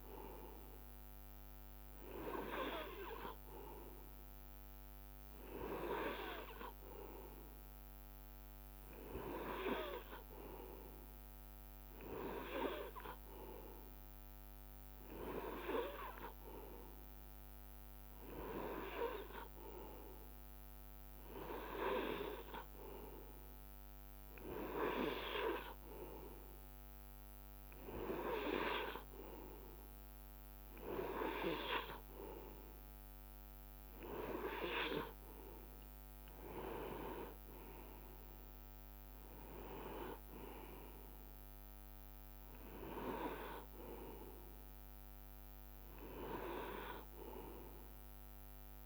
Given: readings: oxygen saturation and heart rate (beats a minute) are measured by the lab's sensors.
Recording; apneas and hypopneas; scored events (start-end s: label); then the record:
breathing in sleep by a microphone on the trachea; none
none scored
From the record:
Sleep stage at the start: N2 (light sleep); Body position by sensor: on the right side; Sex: male